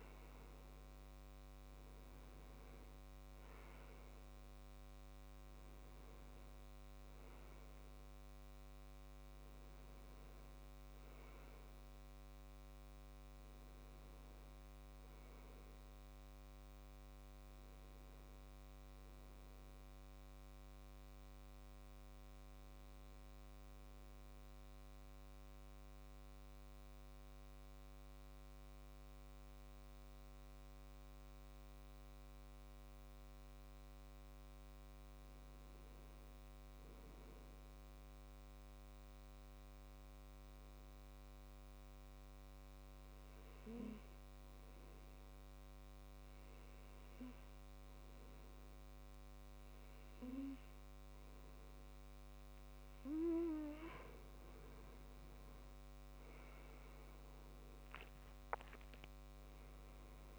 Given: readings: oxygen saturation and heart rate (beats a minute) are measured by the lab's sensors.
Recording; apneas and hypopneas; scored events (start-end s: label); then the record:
breathing in sleep, hard to hear, by a microphone on the trachea; 1
22.00-53.00 s: hypopnea (oxygen 96% before, 93% lowest, heart rate 71 before, 68 extreme, up 9 after)
43.50-60.39 s: oxygen desaturation (device-marked, oxygen 99% before, 93% lowest, heart rate 69 before, 65 extreme)
56.00-59.50 s: arousal
From the record:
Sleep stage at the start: N2 (light sleep); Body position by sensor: on the left side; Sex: male